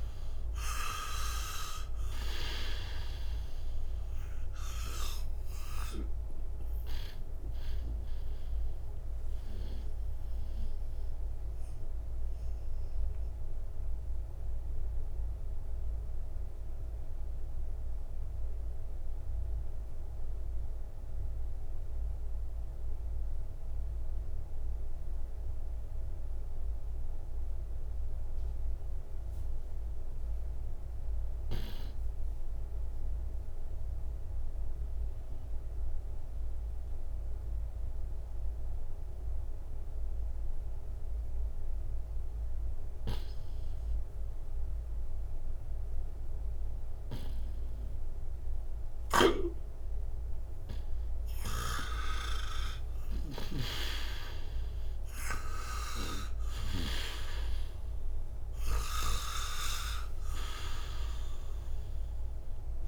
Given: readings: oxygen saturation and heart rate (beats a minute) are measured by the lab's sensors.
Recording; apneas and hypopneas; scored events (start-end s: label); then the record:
breathing in sleep by a room microphone; 1
0.00-25.50 s: oxygen desaturation (device-marked, oxygen 79% lowest, heart rate 56 extreme)
10.00-51.00 s: obstructive apnea (oxygen 97% before, 79% lowest, heart rate 66 before, 57 extreme, up 15 after)
43.50-62.88 s: oxygen desaturation (device-marked, oxygen 97% before, 79% lowest, heart rate 61 before, 57 extreme)
51.50-57.00 s: snoring (device-marked)
53.00-56.50 s: arousal
From the record:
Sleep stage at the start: N2 (light sleep); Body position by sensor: on the right side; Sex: male